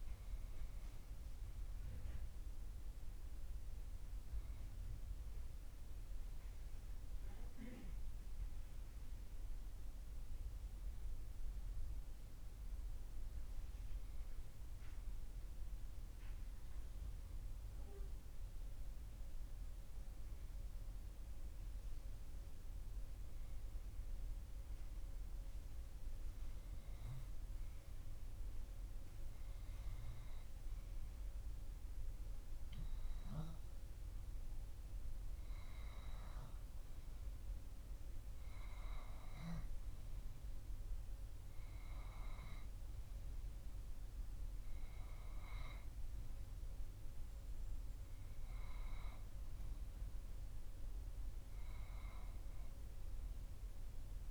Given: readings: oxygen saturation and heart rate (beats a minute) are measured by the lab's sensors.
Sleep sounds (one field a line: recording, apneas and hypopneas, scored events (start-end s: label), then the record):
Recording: breathing in sleep by a room microphone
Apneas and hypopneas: none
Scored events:
none scored
From the record:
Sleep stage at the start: N2 (light sleep)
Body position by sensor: on the back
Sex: male